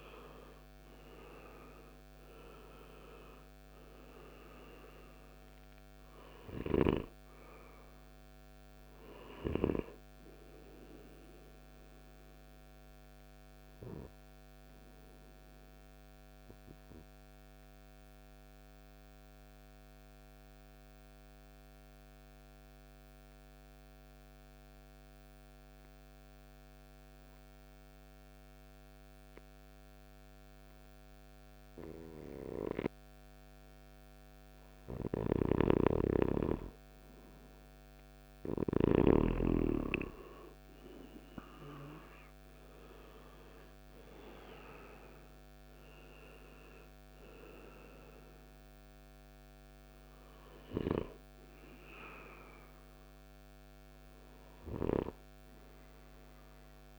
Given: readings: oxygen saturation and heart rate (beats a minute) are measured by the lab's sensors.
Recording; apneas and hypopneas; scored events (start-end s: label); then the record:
breathing in sleep by a microphone on the trachea; 1
0.00-2.50 s: arousal
4.50-20.50 s: oxygen desaturation (device-marked, oxygen 98% before, 91% lowest, heart rate 58 before, 55 extreme)
15.50-33.00 s: mixed apnea (oxygen 100% before, 91% lowest, heart rate 62 before, 55 extreme, up 7 after)
34.50-38.00 s: arousal
34.50-38.50 s: snoring (device-marked)
37.50-56.99 s: oxygen desaturation (device-marked, oxygen 98% before, 92% lowest, heart rate 57 before, 52 extreme)
From the record:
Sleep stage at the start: N2 (light sleep); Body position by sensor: on the right side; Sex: male